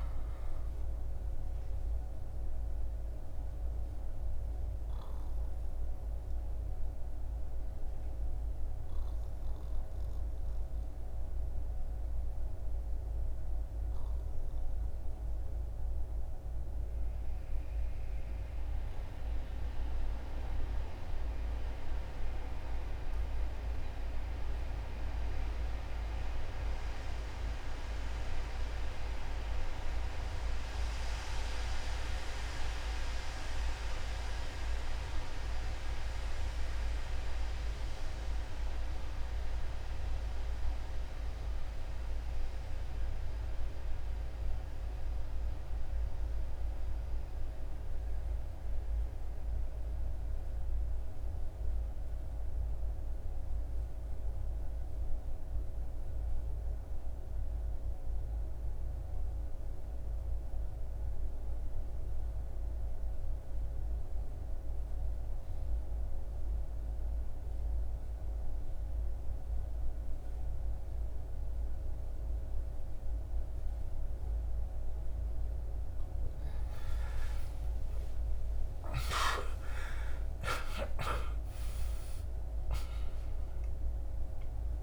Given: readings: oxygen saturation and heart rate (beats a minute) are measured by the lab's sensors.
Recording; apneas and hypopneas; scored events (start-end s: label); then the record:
breathing in sleep by a room microphone; 1
1.50-74.50 s: obstructive apnea (oxygen 99% before, 68% lowest, heart rate 73 before, 55 extreme, up 40 after)
8.00-31.00 s: oxygen desaturation (device-marked, oxygen 98% before, 95% lowest, heart rate 72 before, 57 extreme)
57.00-84.83 s: oxygen desaturation (device-marked, oxygen 96% before, 68% lowest, heart rate 60 before, 58 extreme)
From the record:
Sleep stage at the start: N2 (light sleep); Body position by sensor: on the back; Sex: male